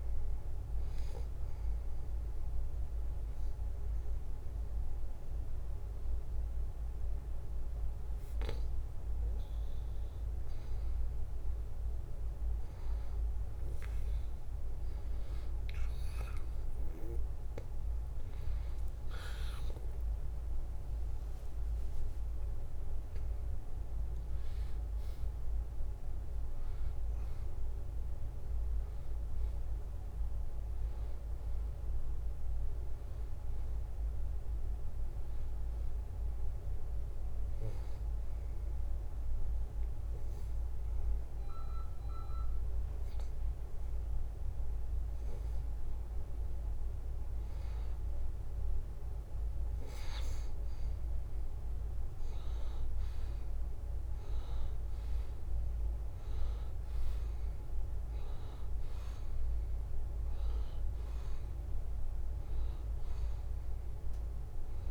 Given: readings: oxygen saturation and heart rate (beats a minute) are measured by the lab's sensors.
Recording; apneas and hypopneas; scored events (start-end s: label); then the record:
breathing in sleep, hard to hear, by a room microphone; 2
0.00-15.50 s: oxygen desaturation (device-marked, oxygen 89% lowest, heart rate 74 extreme)
1.00-11.00 s: obstructive apnea (oxygen 96% before, 89% lowest, heart rate 74 before, 74 extreme, up 0 after)
17.00-22.00 s: arousal
38.00-49.00 s: obstructive apnea (oxygen 95% before, 90% lowest, heart rate 78 before, 73 extreme, up 0 after)
51.00-55.00 s: arousal
59.50-64.91 s: oxygen desaturation (device-marked, oxygen 94% before, 90% lowest, heart rate 74 before, 73 extreme)
From the record:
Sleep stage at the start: N2 (light sleep); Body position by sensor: on the back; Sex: male